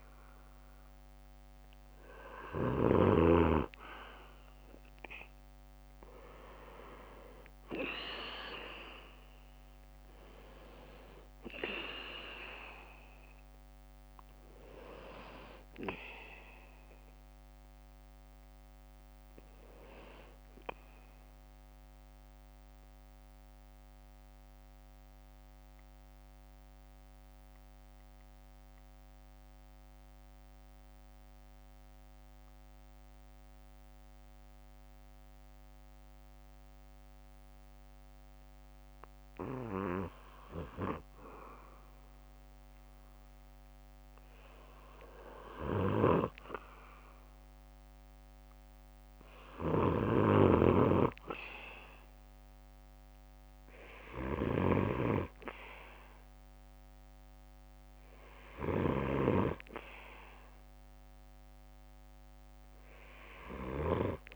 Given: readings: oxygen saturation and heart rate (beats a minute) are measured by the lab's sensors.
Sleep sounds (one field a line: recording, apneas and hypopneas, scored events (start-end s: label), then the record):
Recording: breathing in sleep by a microphone on the trachea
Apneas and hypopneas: 1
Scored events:
4.50-9.00 s: arousal
12.50-36.50 s: oxygen desaturation (device-marked, oxygen 99% before, 95% lowest, heart rate 62 before, 52 extreme)
19.50-37.50 s: bradycardia (device-marked, heart rate 63 before, 52 extreme)
21.00-39.00 s: central apnea (oxygen 99% before, 93% lowest, heart rate 63 before, 52 extreme, up 10 after)
38.50-40.50 s: bradycardia (device-marked, heart rate 62 before, 55 extreme)
43.50-45.50 s: bradycardia (device-marked, heart rate 62 before, 59 extreme)
47.00-51.00 s: arousal
58.50-64.36 s: oxygen desaturation (device-marked, oxygen 98% before, 93% lowest, heart rate 61 before, 55 extreme)
From the record:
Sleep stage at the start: N2 (light sleep)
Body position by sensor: on the back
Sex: male